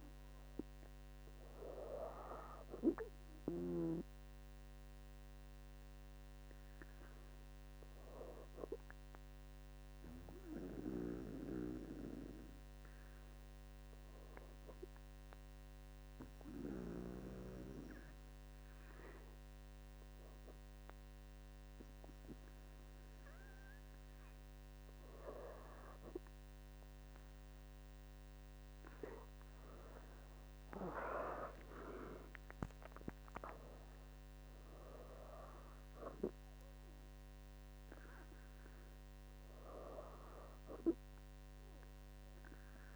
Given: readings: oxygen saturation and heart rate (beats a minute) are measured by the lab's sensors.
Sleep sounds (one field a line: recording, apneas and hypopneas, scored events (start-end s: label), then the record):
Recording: breathing in sleep by a microphone on the trachea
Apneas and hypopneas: 1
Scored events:
6.50-25.50 s: hypopnea (oxygen 98% before, 93% lowest, heart rate 67 before, 61 extreme, up 5 after)
16.50-25.50 s: oxygen desaturation (device-marked, oxygen 96% before, 93% lowest, heart rate 65 before, 61 extreme)
30.00-32.50 s: arousal
From the record:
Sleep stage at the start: N2 (light sleep)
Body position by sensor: on the back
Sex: female